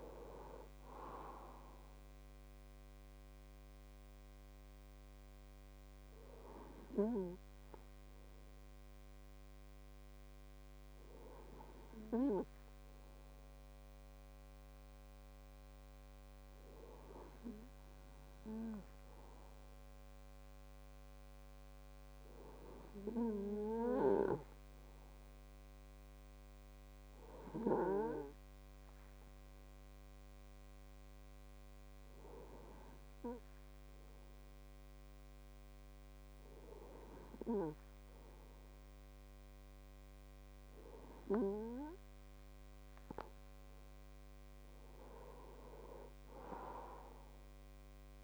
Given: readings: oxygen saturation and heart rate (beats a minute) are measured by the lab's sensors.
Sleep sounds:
breathing in sleep by a microphone on the trachea; none
0.00-11.50 s: oxygen desaturation (device-marked, oxygen 91% lowest, heart rate 50 extreme)
From the record:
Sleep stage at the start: N2 (light sleep); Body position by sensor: on the right side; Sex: male

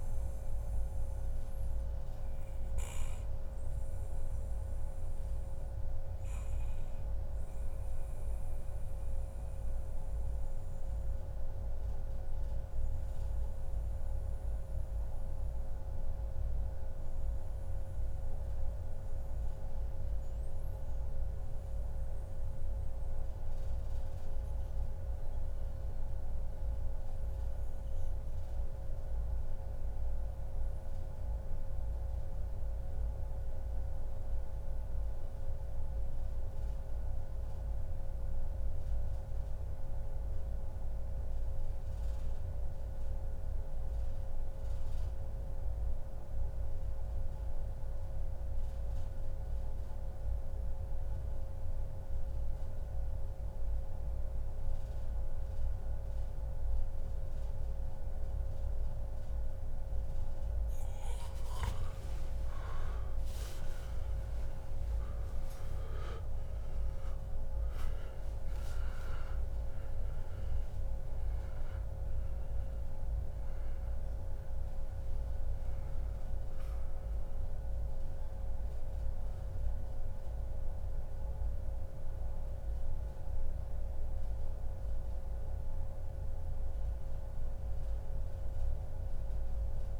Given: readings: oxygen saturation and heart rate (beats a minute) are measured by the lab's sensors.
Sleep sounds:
breathing in sleep, hard to hear, by a room microphone; 1
0.00-13.50 s: oxygen desaturation (device-marked, oxygen 92% lowest, heart rate 140 extreme)
2.50-60.00 s: mixed apnea (oxygen 98% before, 87% lowest, heart rate 142 before, 64 extreme)
38.00-40.00 s: long interval between heartbeats (device-marked, heart rate 145 before, 133 extreme)
40.50-54.50 s: oxygen desaturation (device-marked, oxygen 97% before, 94% lowest, heart rate 143 before, 64 extreme)
56.50-75.50 s: oxygen desaturation (device-marked, oxygen 96% before, 91% lowest, heart rate 87 before, 77 extreme)
58.50-60.50 s: long interval between heartbeats (device-marked, heart rate 80 before, 65 extreme)
62.00-65.50 s: arousal
63.00-65.00 s: long interval between heartbeats (device-marked, heart rate 72 before, 77 extreme)
66.50-90.00 s: new sleep stage, N1 (lightest sleep)
83.50-90.00 s: oxygen desaturation (device-marked, oxygen 92% before, 87% lowest, heart rate 129 before, 88 extreme)
From the record:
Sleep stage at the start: REM sleep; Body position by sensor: on the back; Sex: male

